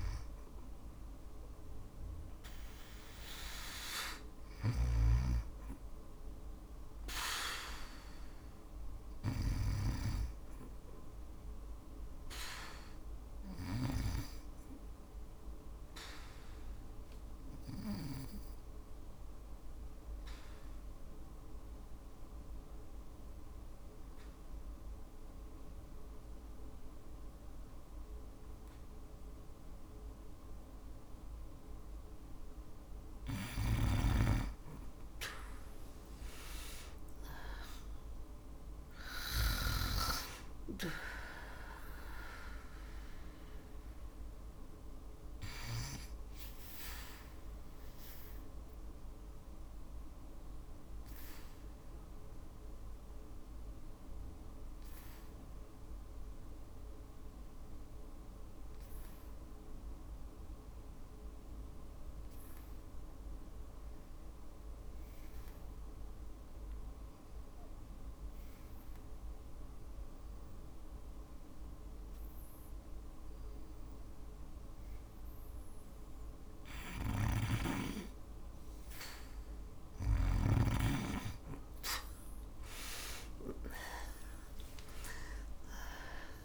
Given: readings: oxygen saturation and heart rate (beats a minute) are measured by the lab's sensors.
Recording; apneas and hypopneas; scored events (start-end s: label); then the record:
breathing in sleep by a room microphone; 2
0.00-15.50 s: oxygen desaturation (device-marked, oxygen 88% lowest, heart rate 55 extreme)
3.50-13.00 s: snoring (device-marked)
15.00-30.50 s: obstructive apnea (oxygen 97% before, 86% lowest, heart rate 58 before, 56 extreme, up 3 after)
35.50-39.50 s: arousal
35.50-64.50 s: oxygen desaturation (device-marked, oxygen 97% before, 92% lowest, heart rate 58 before, 56 extreme)
46.00-74.50 s: obstructive apnea (oxygen 98% before, 84% lowest, heart rate 59 before, 56 extreme, up 4 after)
77.50-86.45 s: oxygen desaturation (device-marked, oxygen 98% before, 84% lowest, heart rate 57 before, 55 extreme)
81.50-86.45 s: arousal
From the record:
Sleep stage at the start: N2 (light sleep); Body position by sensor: on the back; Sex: female